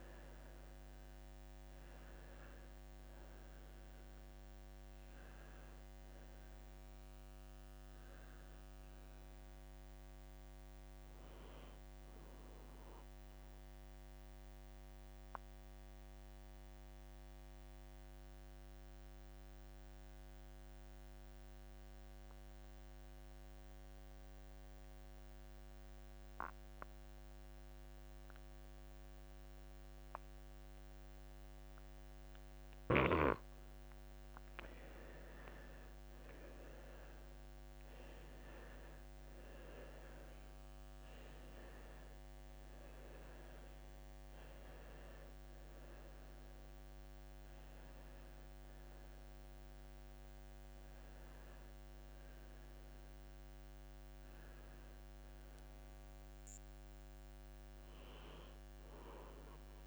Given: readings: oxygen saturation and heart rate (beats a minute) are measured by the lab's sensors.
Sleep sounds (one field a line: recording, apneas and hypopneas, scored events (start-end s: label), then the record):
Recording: breathing in sleep, hard to hear, by a microphone on the trachea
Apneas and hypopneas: 1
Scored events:
0.00-25.50 s: oxygen desaturation (device-marked, oxygen 90% lowest)
4.00-6.00 s: long interval between heartbeats (device-marked)
11.00-13.00 s: long interval between heartbeats (device-marked)
15.50-17.50 s: long interval between heartbeats (device-marked)
16.00-33.00 s: mixed apnea (oxygen 96% before, 88% lowest)
20.00-22.00 s: long interval between heartbeats (device-marked)
34.50-36.50 s: long interval between heartbeats (device-marked, heart rate 36 before, 56 extreme)
37.00-41.50 s: arousal
39.50-59.87 s: oxygen desaturation (device-marked, oxygen 96% before, 88% lowest)
51.00-53.00 s: long interval between heartbeats (device-marked, heart rate 35 before, 38 extreme)
From the record:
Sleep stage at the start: N2 (light sleep)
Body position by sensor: on the back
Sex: male